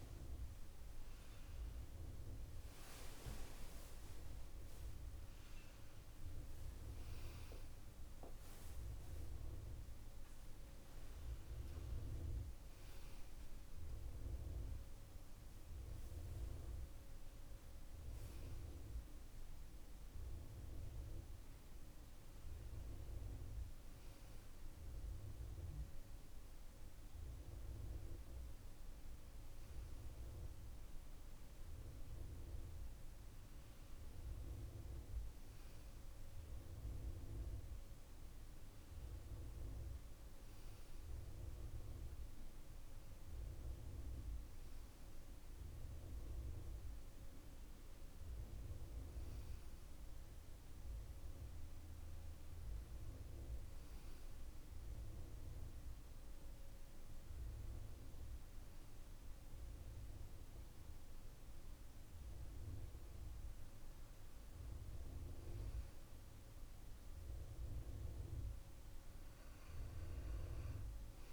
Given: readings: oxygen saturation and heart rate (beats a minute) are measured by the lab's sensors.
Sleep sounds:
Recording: breathing in sleep, hard to hear, by a room microphone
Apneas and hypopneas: 1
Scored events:
46.00-49.00 s: arousal
52.00-65.00 s: hypopnea (oxygen 96% before, 93% lowest, heart rate 73 before, 59 extreme, up 20 after)
From the record:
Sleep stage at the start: N2 (light sleep)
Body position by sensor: on the back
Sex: male

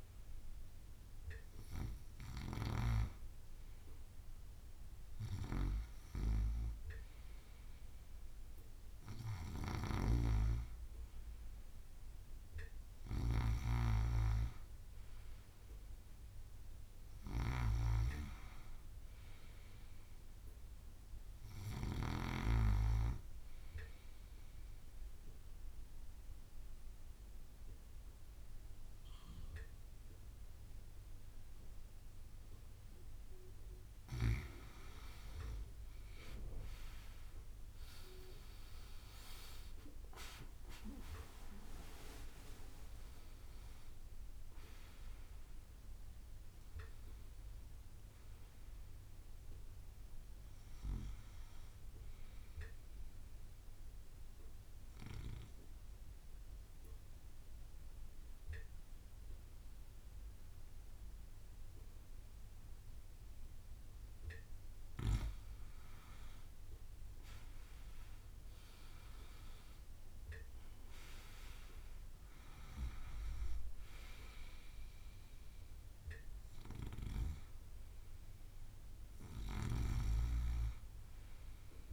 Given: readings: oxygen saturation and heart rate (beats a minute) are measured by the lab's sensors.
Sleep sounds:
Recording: breathing in sleep by a room microphone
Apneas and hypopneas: 2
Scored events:
10.00-22.50 s: snoring (device-marked)
14.50-20.00 s: arousal
24.50-35.00 s: obstructive apnea (oxygen 96% before, 93% lowest, heart rate 64 before, 53 extreme, up 20 after)
36.00-41.00 s: arousal
41.00-43.00 s: long interval between heartbeats (device-marked, heart rate 62 before, 79 extreme)
41.00-53.00 s: drop in pulse transit time (device-marked, heart rate 62 before, 53 extreme)
41.00-53.00 s: oxygen desaturation (device-marked, oxygen 96% before, 93% lowest, heart rate 62 before, 53 extreme)
46.00-60.00 s: bradycardia (device-marked, heart rate 59 before, 53 extreme)
53.00-65.00 s: obstructive apnea (oxygen 96% before, 93% lowest, heart rate 66 before, 56 extreme, up 10 after)
66.50-71.50 s: arousal
73.00-81.93 s: bradycardia (device-marked, heart rate 59 before, 56 extreme)
From the record:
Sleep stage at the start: N2 (light sleep)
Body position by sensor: on the right side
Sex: male

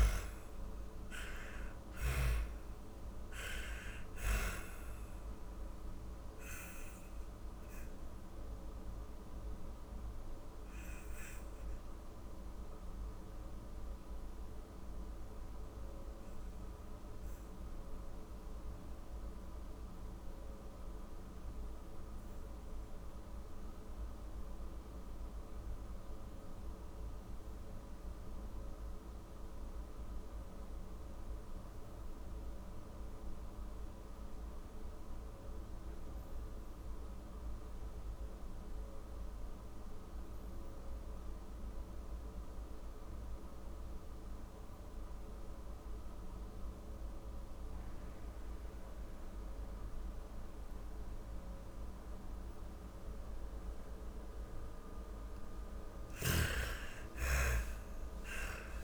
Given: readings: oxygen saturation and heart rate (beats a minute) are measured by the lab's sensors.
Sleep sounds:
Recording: breathing in sleep by a room microphone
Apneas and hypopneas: 1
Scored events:
0.00-21.50 s: oxygen desaturation (device-marked, oxygen 84% lowest, heart rate 39 extreme)
6.00-51.00 s: obstructive apnea (oxygen 98% before, 79% lowest, heart rate 69 before, 39 extreme)
40.50-58.84 s: oxygen desaturation (device-marked, oxygen 98% before, 79% lowest, heart rate 48 before, 47 extreme)
54.50-58.84 s: arousal
From the record:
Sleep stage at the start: N2 (light sleep)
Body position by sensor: on the back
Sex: female

